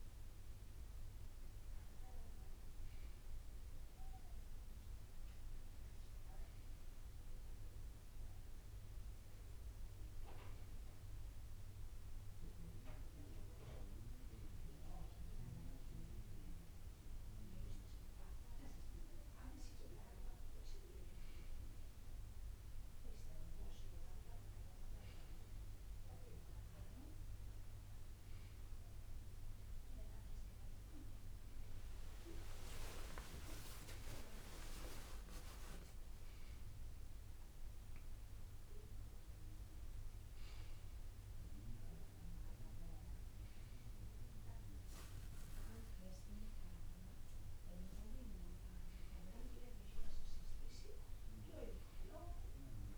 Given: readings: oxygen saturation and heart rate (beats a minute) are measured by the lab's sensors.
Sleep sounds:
a person awake in a sleep study, by a room microphone; none
34.00-36.00 s: long interval between heartbeats (device-marked, heart rate 65 before, 87 extreme)
44.00-52.98 s: tachycardia (device-marked, heart rate 62 before, 220 extreme)
46.00-48.00 s: long interval between heartbeats (device-marked, heart rate 73 before, 89 extreme)
48.00-50.00 s: long interval between heartbeats (device-marked, heart rate 76 before, 124 extreme)
50.50-52.50 s: long interval between heartbeats (device-marked, heart rate 84 before, 153 extreme)
From the record:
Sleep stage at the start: awake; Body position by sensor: on the right side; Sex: male

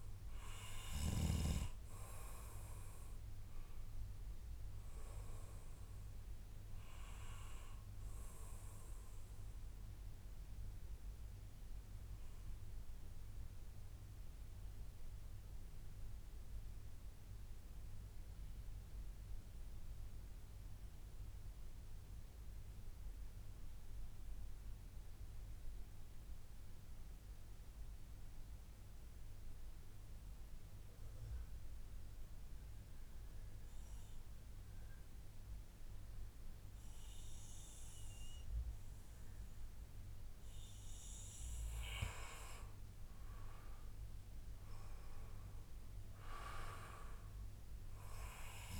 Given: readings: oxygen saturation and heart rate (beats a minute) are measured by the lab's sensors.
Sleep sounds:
breathing in sleep by a room microphone; 1
0.00-24.50 s: oxygen desaturation (device-marked, oxygen 90% lowest, heart rate 84 extreme)
8.00-10.00 s: long interval between heartbeats (device-marked, heart rate 103 before, 97 extreme)
8.00-40.00 s: mixed apnea (oxygen 97% before, 90% lowest, heart rate 103 before, 84 extreme, up 17 after)
17.50-19.50 s: long interval between heartbeats (device-marked, heart rate 101 before, 88 extreme)
25.00-27.00 s: long interval between heartbeats (device-marked, heart rate 97 before, 109 extreme)
36.00-38.00 s: long interval between heartbeats (device-marked, heart rate 102 before, 97 extreme)
39.00-41.00 s: long interval between heartbeats (device-marked, heart rate 103 before, 100 extreme)
42.50-47.00 s: arousal
44.00-46.00 s: long interval between heartbeats (device-marked, heart rate 104 before, 106 extreme)
From the record:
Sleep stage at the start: N2 (light sleep); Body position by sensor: on the back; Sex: male

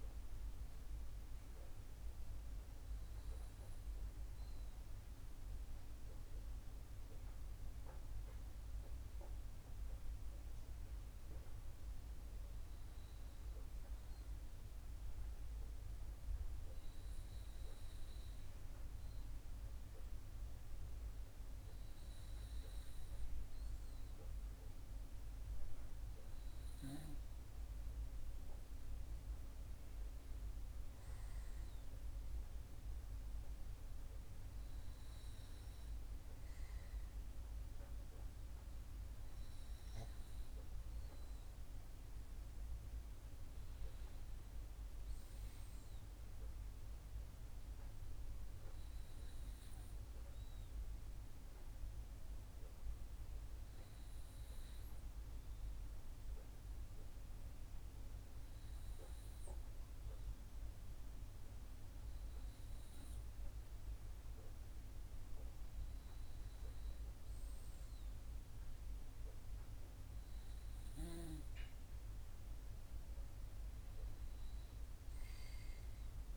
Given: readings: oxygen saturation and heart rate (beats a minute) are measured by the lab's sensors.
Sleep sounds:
breathing in sleep, hard to hear, by a room microphone; none
none scored
From the record:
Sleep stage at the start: N3 (deep sleep); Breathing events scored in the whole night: 258 in 4.9 hours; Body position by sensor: on the right side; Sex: male

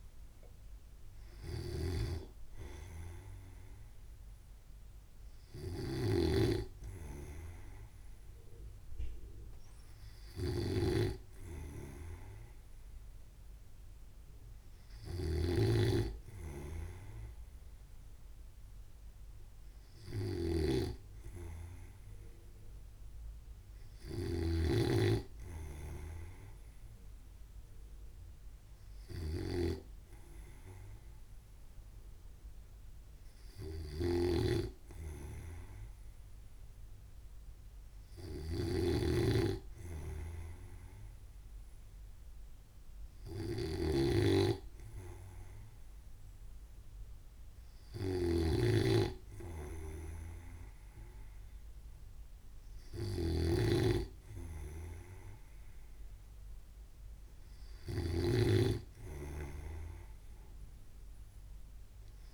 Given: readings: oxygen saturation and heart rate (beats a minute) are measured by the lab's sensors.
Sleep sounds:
breathing in sleep by a room microphone; none
0.00-62.34 s: snoring (device-marked)
From the record:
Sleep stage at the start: N2 (light sleep); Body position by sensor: on the right side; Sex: male

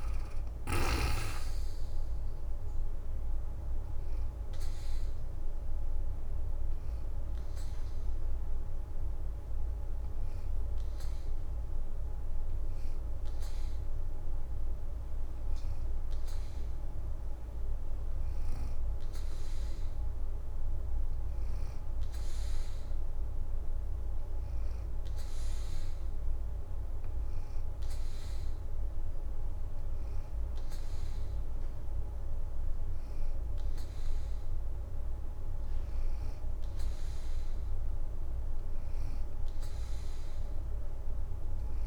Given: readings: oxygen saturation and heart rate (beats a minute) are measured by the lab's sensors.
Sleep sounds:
breathing in sleep, hard to hear, by a room microphone; 2
5.00-15.50 s: hypopnea (oxygen 89% before, 83% lowest, heart rate 75 before, 69 extreme, up 1 after)
16.00-26.00 s: oxygen desaturation (device-marked, oxygen 89% before, 83% lowest, heart rate 75 before, 72 extreme)
18.00-21.50 s: arousal
21.00-24.00 s: leg movement (device-marked)
25.00-26.00 s: leg movement (device-marked)
25.50-36.50 s: hypopnea (oxygen 89% before, 82% lowest, heart rate 76 before, 72 extreme)
38.50-41.87 s: arousal
From the record:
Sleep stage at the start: N2 (light sleep); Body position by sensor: on the back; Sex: female

